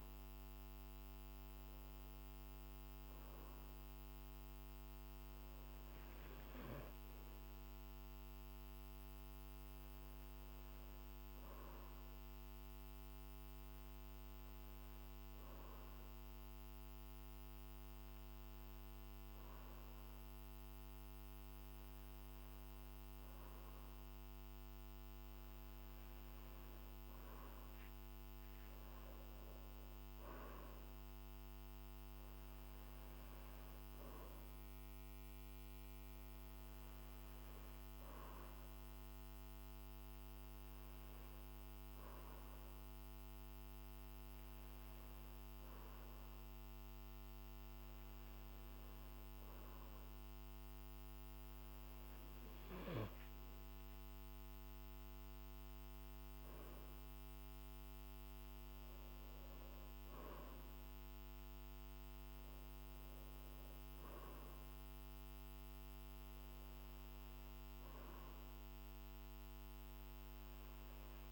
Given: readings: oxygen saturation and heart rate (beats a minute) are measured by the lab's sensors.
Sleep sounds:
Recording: breathing in sleep, hard to hear, by a microphone on the trachea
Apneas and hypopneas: none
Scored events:
none scored
From the record:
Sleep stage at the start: N2 (light sleep)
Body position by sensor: on the back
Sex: male

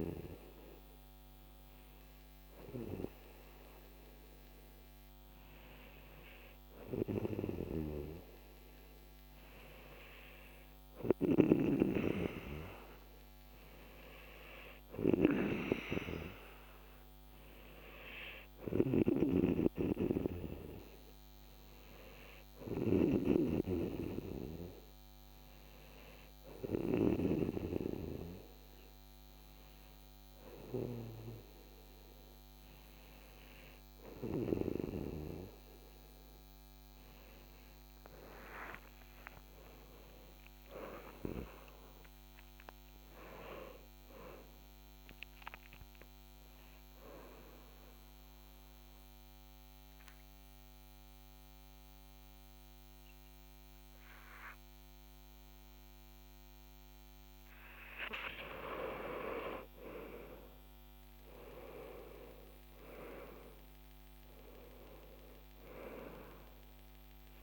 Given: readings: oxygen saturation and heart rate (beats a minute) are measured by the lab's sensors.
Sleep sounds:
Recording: breathing in sleep by a microphone on the trachea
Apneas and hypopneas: 1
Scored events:
32.50-67.43 s: new sleep stage, N2 (light sleep)
38.50-42.50 s: arousal
47.50-58.00 s: obstructive apnea (oxygen 95% before, 90% lowest, heart rate 62 before, 47 extreme, up 13 after)
63.00-66.50 s: arousal
From the record:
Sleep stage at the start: N3 (deep sleep)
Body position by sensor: on the back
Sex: male

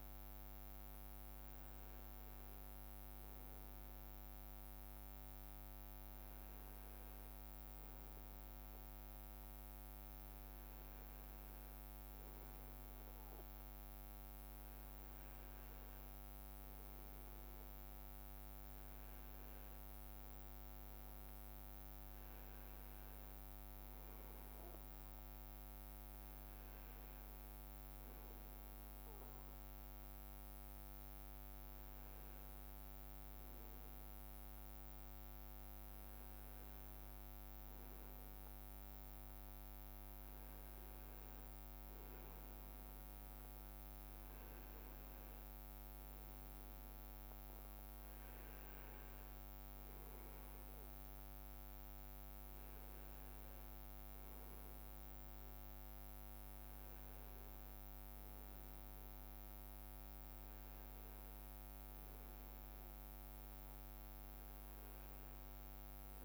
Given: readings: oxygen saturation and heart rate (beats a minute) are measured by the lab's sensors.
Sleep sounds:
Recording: breathing in sleep, hard to hear, by a microphone on the trachea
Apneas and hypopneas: none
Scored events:
none scored
From the record:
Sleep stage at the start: N2 (light sleep)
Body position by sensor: on the right side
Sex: male

